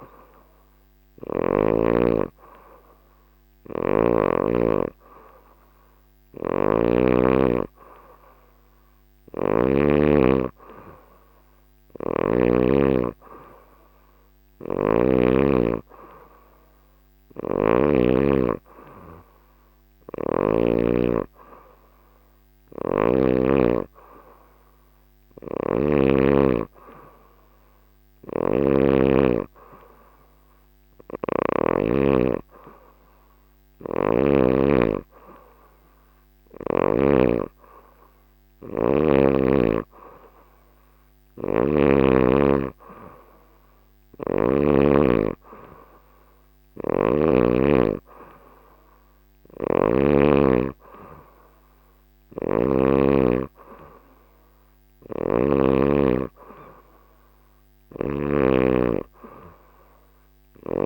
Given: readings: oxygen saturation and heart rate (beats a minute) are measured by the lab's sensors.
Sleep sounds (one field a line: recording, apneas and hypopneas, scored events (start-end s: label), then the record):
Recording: breathing in sleep by a microphone on the trachea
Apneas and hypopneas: none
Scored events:
6.00-9.50 s: snoring (device-marked)
14.00-17.50 s: snoring (device-marked)
19.50-23.00 s: snoring (device-marked)
25.00-28.50 s: snoring (device-marked)
30.50-34.00 s: snoring (device-marked)
43.50-47.00 s: snoring (device-marked)
49.00-52.50 s: snoring (device-marked)
54.50-58.00 s: snoring (device-marked)
From the record:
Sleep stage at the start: N3 (deep sleep)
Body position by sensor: on the back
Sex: female